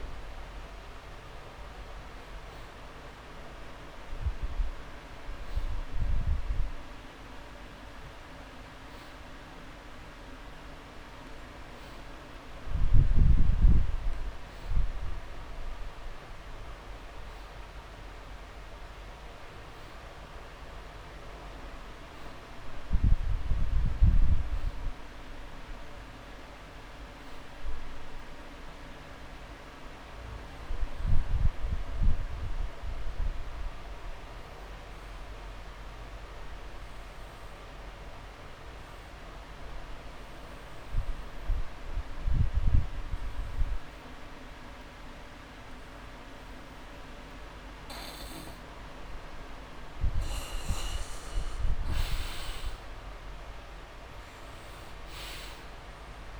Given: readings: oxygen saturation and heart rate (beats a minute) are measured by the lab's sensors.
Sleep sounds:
breathing in sleep, hard to hear, by a room microphone; 1
0.00-9.00 s: oxygen desaturation (device-marked, oxygen 92% lowest)
2.50-4.50 s: long interval between heartbeats (device-marked)
16.00-26.00 s: drop in pulse transit time (device-marked)
21.00-23.00 s: long interval between heartbeats (device-marked)
28.00-31.50 s: arousal
30.50-32.50 s: long interval between heartbeats (device-marked)
33.00-49.00 s: obstructive apnea (oxygen 97% before, 86% lowest)
37.00-44.00 s: drop in pulse transit time (device-marked)
39.00-41.00 s: long interval between heartbeats (device-marked)
50.50-53.00 s: arousal
53.00-56.40 s: oxygen desaturation (device-marked, oxygen 97% before, 86% lowest)
From the record:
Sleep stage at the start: N2 (light sleep); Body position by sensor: on the back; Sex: male

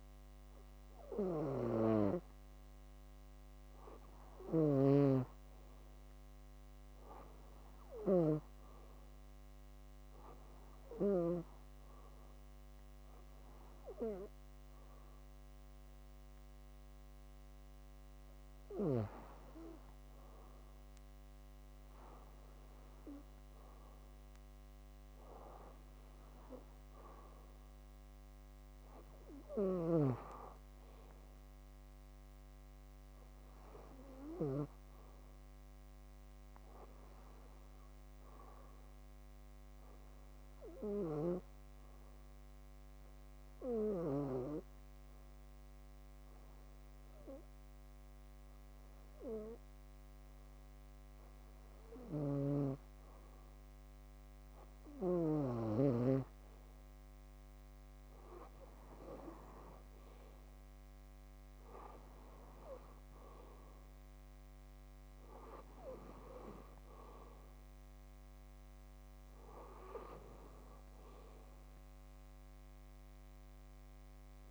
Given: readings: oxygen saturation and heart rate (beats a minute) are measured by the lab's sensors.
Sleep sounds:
breathing in sleep by a microphone on the trachea; 1
0.00-22.00 s: oxygen desaturation (device-marked, oxygen 96% before, 92% lowest, heart rate 56 before, 64 extreme)
4.00-11.00 s: snoring (device-marked)
16.50-21.00 s: arousal
40.50-51.50 s: obstructive apnea (oxygen 95% before, 93% lowest, heart rate 66 before, 62 extreme, up 4 after)
51.50-55.00 s: snoring (device-marked)
62.00-67.00 s: arousal
66.00-74.50 s: oxygen desaturation (device-marked, oxygen 96% before, 93% lowest, heart rate 66 before, 61 extreme)
From the record:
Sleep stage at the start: REM sleep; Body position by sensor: on the back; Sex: female

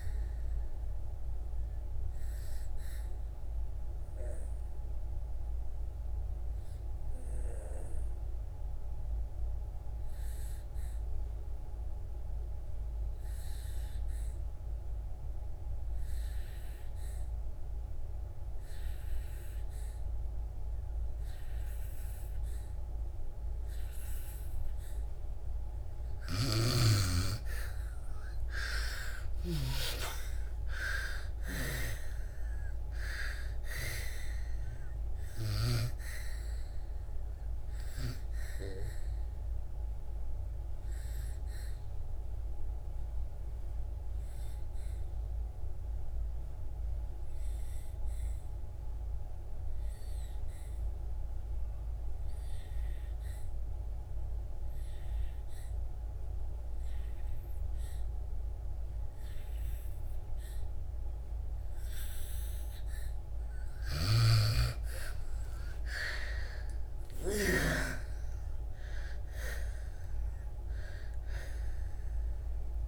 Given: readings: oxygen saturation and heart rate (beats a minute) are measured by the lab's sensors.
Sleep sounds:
breathing in sleep by a room microphone; 2
0.00-15.50 s: oxygen desaturation (device-marked, oxygen 82% lowest, heart rate 60 extreme)
1.50-25.00 s: obstructive apnea (oxygen 97% before, 81% lowest, heart rate 68 before, 60 extreme, up 16 after)
23.50-52.50 s: oxygen desaturation (device-marked, oxygen 99% before, 82% lowest, heart rate 63 before, 61 extreme)
26.00-29.50 s: snoring (device-marked)
28.50-32.50 s: arousal
39.50-61.50 s: obstructive apnea (oxygen 99% before, 81% lowest, heart rate 72 before, 61 extreme, up 25 after)
62.50-72.87 s: oxygen desaturation (device-marked, oxygen 98% before, 81% lowest, heart rate 63 before, 60 extreme)
64.00-69.00 s: arousal
From the record:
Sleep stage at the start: N2 (light sleep); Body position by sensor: on the back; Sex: female

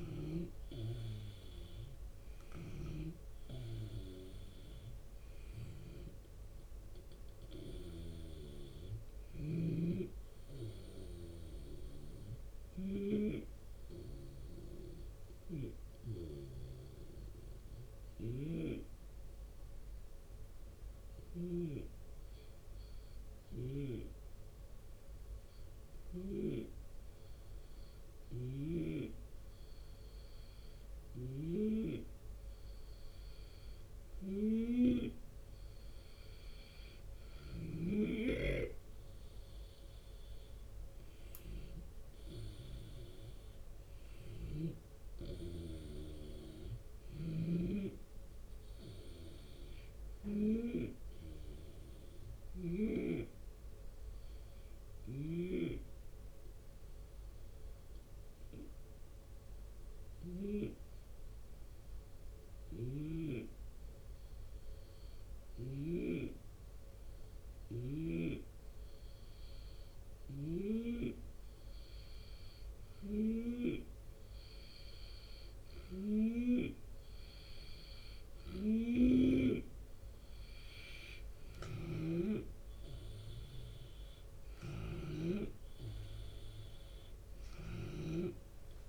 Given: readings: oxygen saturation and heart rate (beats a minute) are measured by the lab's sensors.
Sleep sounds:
breathing in sleep by a room microphone; 2
0.00-3.00 s: arousal
0.00-7.00 s: oxygen desaturation (device-marked, oxygen 89% lowest, heart rate 76 extreme)
0.00-23.00 s: drop in pulse transit time (device-marked, heart rate 78 before, 76 extreme)
8.50-26.00 s: snoring (device-marked)
11.50-36.00 s: hypopnea (oxygen 93% before, 88% lowest, heart rate 79 before, 75 extreme, up 7 after)
30.50-37.50 s: snoring (device-marked)
37.50-41.50 s: arousal
38.00-51.00 s: drop in pulse transit time (device-marked, heart rate 76 before, 78 extreme)
40.00-48.00 s: oxygen desaturation (device-marked, oxygen 93% before, 88% lowest, heart rate 76 before, 75 extreme)
46.50-50.00 s: snoring (device-marked)
52.00-73.00 s: hypopnea (oxygen 94% before, 88% lowest, heart rate 79 before, 75 extreme, up 4 after)
54.50-60.00 s: snoring (device-marked)
62.00-73.00 s: snoring (device-marked)
75.00-85.00 s: snoring (device-marked)
77.00-88.89 s: oxygen desaturation (device-marked, oxygen 93% before, 88% lowest, heart rate 77 before, 70 extreme)
81.00-86.50 s: arousal
82.00-88.89 s: drop in pulse transit time (device-marked, heart rate 77 before, 74 extreme)
From the record:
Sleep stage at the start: N2 (light sleep); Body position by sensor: on the left side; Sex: male

